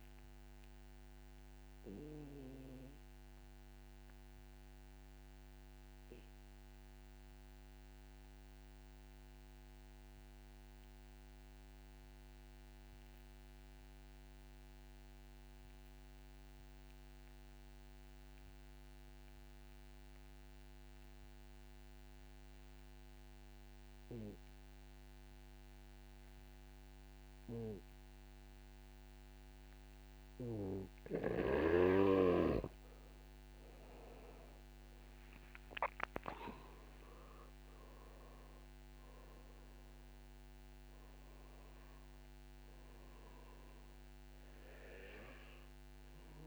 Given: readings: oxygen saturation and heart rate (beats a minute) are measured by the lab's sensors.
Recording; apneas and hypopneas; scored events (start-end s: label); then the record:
breathing in sleep by a microphone on the trachea; 1
0.00-15.50 s: oxygen desaturation (device-marked, oxygen 88% lowest, heart rate 50 extreme)
0.50-31.00 s: obstructive apnea (oxygen 97% before, 87% lowest, heart rate 60 before, 37 extreme, up 13 after)
30.50-46.47 s: oxygen desaturation (device-marked, oxygen 97% before, 87% lowest, heart rate 62 before, 37 extreme)
34.00-37.50 s: arousal
From the record:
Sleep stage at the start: N2 (light sleep); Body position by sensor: on the back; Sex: male